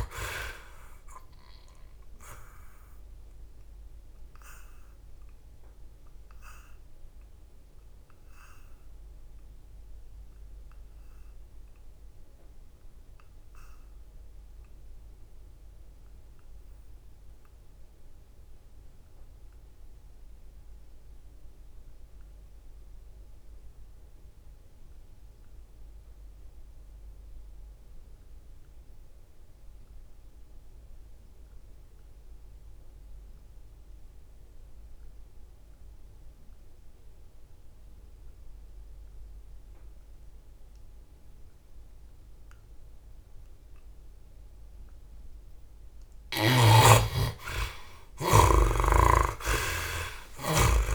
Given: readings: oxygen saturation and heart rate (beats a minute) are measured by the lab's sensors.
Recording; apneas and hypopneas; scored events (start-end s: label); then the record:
breathing in sleep by a room microphone; 1
0.00-1.00 s: arousal
0.00-24.00 s: oxygen desaturation (device-marked, oxygen 56% lowest, heart rate 66 extreme)
3.50-43.50 s: obstructive apnea (oxygen 99% before, 49% lowest, heart rate 74 before, 66 extreme, up 11 after)
38.00-50.95 s: oxygen desaturation (device-marked, oxygen 70% before, 58% lowest, heart rate 68 before, 68 extreme)
47.00-50.95 s: arousal
From the record:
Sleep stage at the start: N2 (light sleep); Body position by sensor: on the back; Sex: male